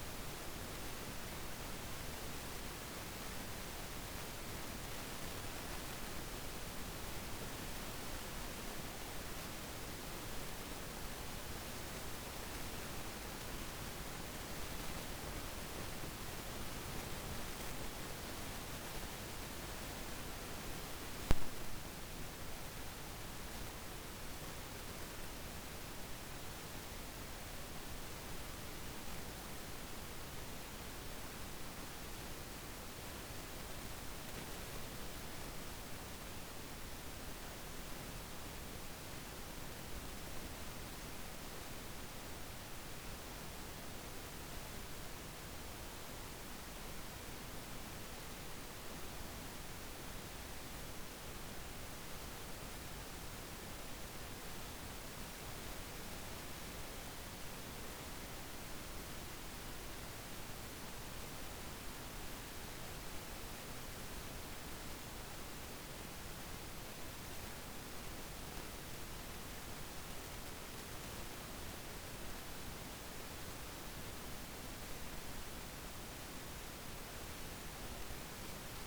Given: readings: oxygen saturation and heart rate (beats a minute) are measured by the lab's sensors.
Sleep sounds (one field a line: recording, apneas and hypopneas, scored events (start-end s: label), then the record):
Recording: breathing in sleep, hard to hear, by a microphone on the trachea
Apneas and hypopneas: 1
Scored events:
15.50-20.00 s: arousal
27.00-63.50 s: obstructive apnea (oxygen 96% before, 93% lowest, heart rate 54 before, 52 extreme, up 4 after)
From the record:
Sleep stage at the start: N2 (light sleep)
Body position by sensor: on the back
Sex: male